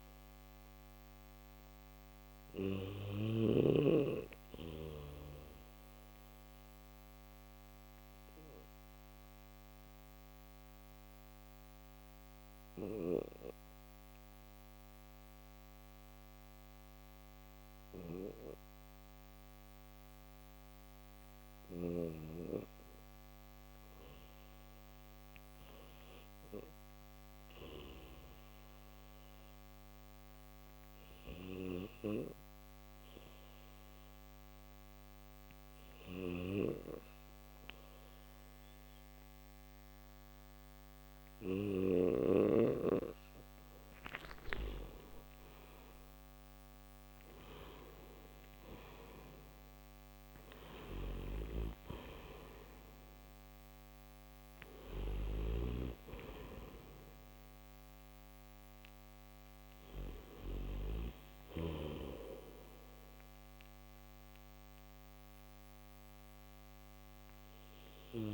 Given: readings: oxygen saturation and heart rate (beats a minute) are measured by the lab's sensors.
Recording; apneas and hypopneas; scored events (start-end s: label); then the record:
breathing in sleep by a microphone on the trachea; none
0.00-3.00 s: snoring (device-marked)
31.00-49.00 s: oxygen desaturation (device-marked, oxygen 93% before, 85% lowest, heart rate 65 before, 64 extreme)
51.00-60.50 s: snoring (device-marked)
From the record:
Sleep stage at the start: N3 (deep sleep); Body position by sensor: on the back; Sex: male